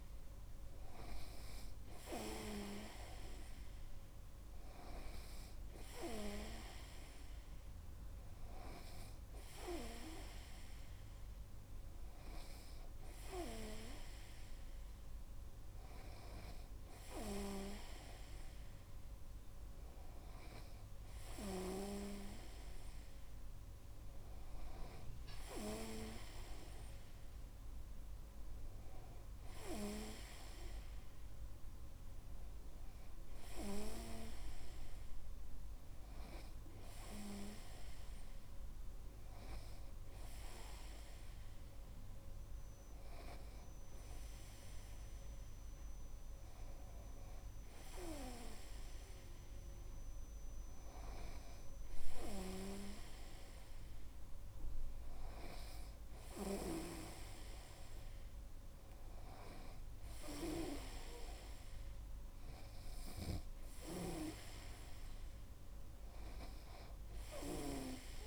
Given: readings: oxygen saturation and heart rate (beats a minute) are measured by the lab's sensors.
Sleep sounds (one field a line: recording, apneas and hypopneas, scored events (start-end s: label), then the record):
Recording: breathing in sleep by a room microphone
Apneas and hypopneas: none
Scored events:
58.00-62.00 s: arousal
From the record:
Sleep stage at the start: N2 (light sleep)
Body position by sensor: on the right side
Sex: male